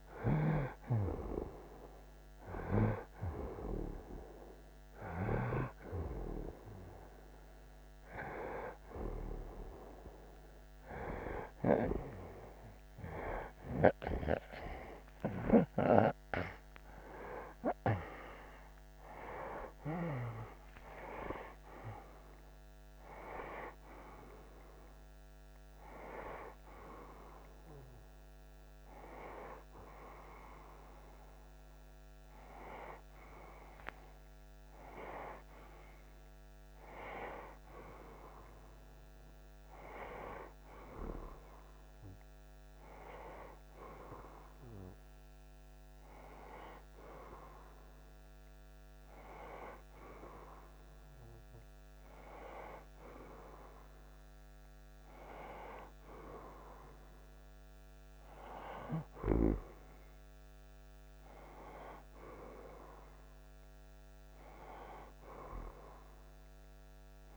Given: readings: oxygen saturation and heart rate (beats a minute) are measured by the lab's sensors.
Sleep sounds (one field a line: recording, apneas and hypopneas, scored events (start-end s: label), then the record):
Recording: a person partly awake in a sleep study, by a microphone on the trachea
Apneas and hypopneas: none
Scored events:
15.00-45.00 s: new sleep stage, awake
45.00-67.37 s: new sleep stage, N1 (lightest sleep)
47.00-56.00 s: oxygen desaturation (device-marked, oxygen 91% before, 88% lowest)
From the record:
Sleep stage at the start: N2 (light sleep)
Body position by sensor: on the right side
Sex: male